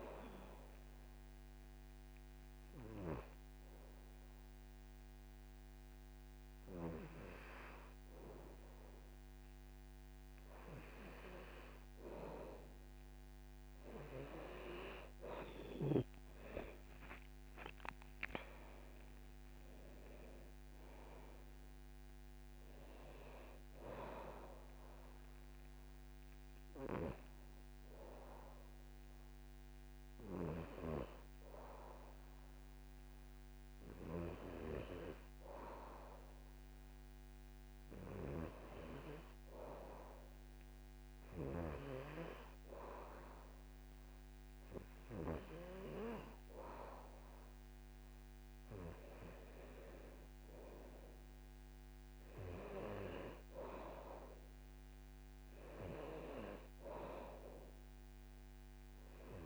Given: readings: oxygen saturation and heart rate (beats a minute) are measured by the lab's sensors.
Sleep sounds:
breathing in sleep by a microphone on the trachea; 2
1.50-12.50 s: hypopnea (oxygen 95% before, 94% lowest, heart rate 82 before, 67 extreme, up 10 after)
17.00-20.50 s: arousal
22.50-39.50 s: oxygen desaturation (device-marked, oxygen 99% before, 94% lowest, heart rate 73 before, 68 extreme)
29.50-47.00 s: hypopnea (oxygen 99% before, 94% lowest, heart rate 73 before, 68 extreme, up 11 after)
49.50-52.50 s: arousal
52.50-59.46 s: oxygen desaturation (device-marked, oxygen 98% before, 94% lowest, heart rate 73 before, 72 extreme)
From the record:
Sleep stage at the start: N2 (light sleep); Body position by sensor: on the back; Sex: male

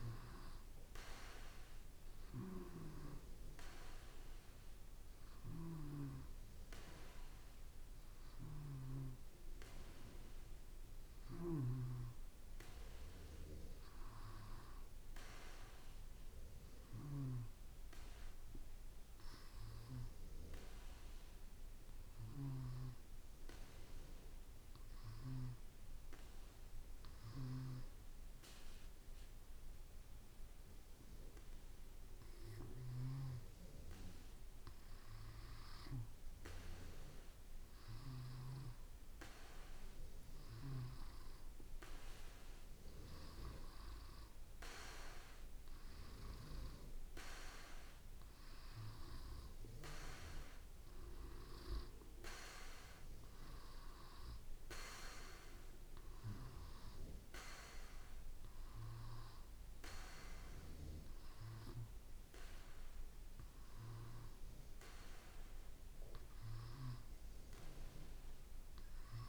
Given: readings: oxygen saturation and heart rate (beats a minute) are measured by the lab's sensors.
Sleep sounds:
breathing in sleep by a room microphone; 1
0.00-2.50 s: drop in pulse transit time (device-marked, heart rate 56 extreme)
0.00-10.50 s: oxygen desaturation (device-marked, oxygen 91% lowest, heart rate 54 extreme)
13.50-17.50 s: arousal
22.50-36.00 s: obstructive apnea (oxygen 95% before, 91% lowest, heart rate 55 before, 54 extreme, up 3 after)
38.50-43.00 s: arousal
39.50-59.50 s: oxygen desaturation (device-marked, oxygen 94% before, 91% lowest, heart rate 55 before, 53 extreme)
From the record:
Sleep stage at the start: N2 (light sleep); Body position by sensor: on the back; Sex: male

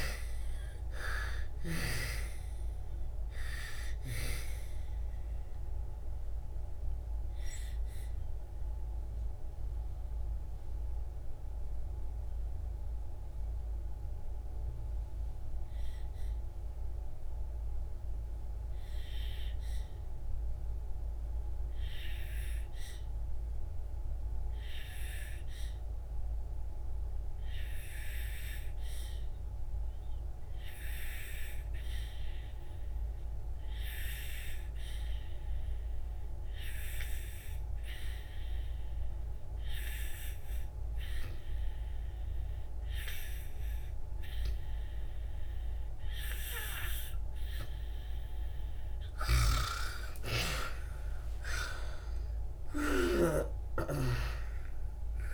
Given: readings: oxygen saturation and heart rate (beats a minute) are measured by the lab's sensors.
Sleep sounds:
breathing in sleep by a room microphone; 1
0.00-26.00 s: oxygen desaturation (device-marked, oxygen 65% lowest, heart rate 52 extreme)
5.00-48.00 s: mixed apnea (oxygen 97% before, 65% lowest, heart rate 70 before, 60 extreme, up 50 after)
32.00-55.33 s: oxygen desaturation (device-marked, oxygen 97% before, 67% lowest, heart rate 65 before, 56 extreme)
49.00-54.00 s: arousal
From the record:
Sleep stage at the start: REM sleep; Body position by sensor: on the back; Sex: female

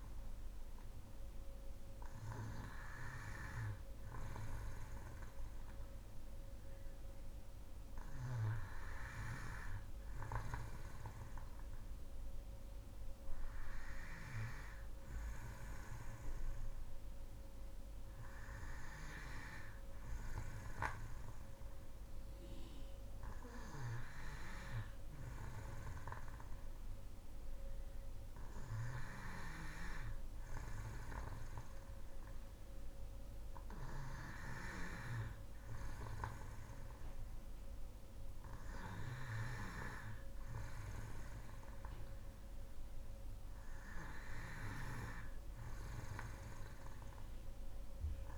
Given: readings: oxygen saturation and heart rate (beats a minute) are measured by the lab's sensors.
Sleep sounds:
breathing in sleep by a room microphone; none
none scored
From the record:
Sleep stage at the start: N2 (light sleep); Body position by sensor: on the back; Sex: female

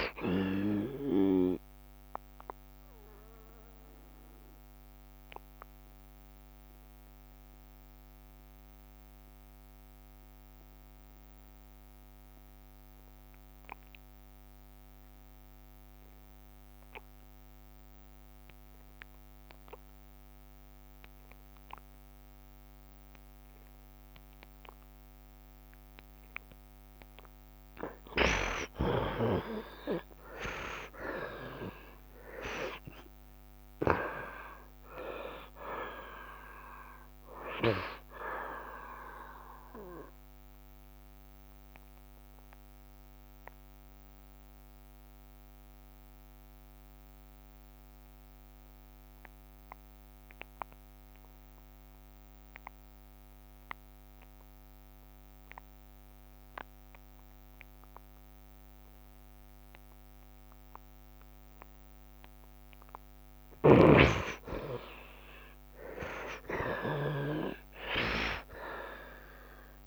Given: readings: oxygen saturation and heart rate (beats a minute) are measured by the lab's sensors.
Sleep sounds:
breathing in sleep by a microphone on the trachea; 2
0.00-20.50 s: oxygen desaturation (device-marked, oxygen 58% lowest, heart rate 66 extreme)
2.50-28.00 s: obstructive apnea (oxygen 85% before, 58% lowest, heart rate 71 before, 66 extreme, up 14 after)
28.50-54.50 s: oxygen desaturation (device-marked, oxygen 81% before, 60% lowest, heart rate 69 before, 66 extreme)
30.00-35.50 s: arousal
32.50-34.50 s: long interval between heartbeats (device-marked, heart rate 69 before, 74 extreme)
40.50-64.00 s: mixed apnea (oxygen 81% before, 60% lowest, heart rate 71 before, 64 extreme, up 7 after)
56.50-69.86 s: oxygen desaturation (device-marked, oxygen 90% before, 62% lowest, heart rate 69 before, 64 extreme)
65.00-69.86 s: arousal
From the record:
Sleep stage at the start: N2 (light sleep); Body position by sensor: on the right side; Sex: male

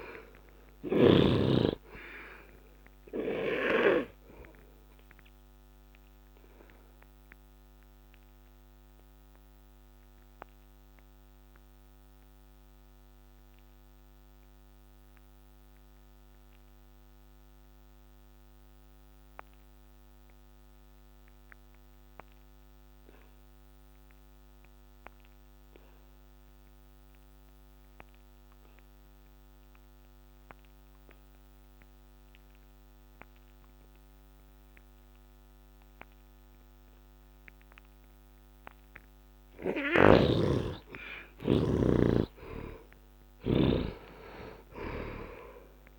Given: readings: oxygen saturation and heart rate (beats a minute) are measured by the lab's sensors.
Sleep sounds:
breathing in sleep by a microphone on the trachea; 1
0.00-21.00 s: oxygen desaturation (device-marked, oxygen 63% lowest, heart rate 66 extreme)
4.50-38.00 s: obstructive apnea (oxygen 98% before, 62% lowest, heart rate 74 before, 67 extreme, up 8 after)
23.00-45.99 s: oxygen desaturation (device-marked, oxygen 96% before, 62% lowest, heart rate 75 before, 66 extreme)
39.50-43.50 s: arousal
39.50-43.50 s: snoring (device-marked)
From the record:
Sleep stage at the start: N2 (light sleep); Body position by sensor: on the back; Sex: male

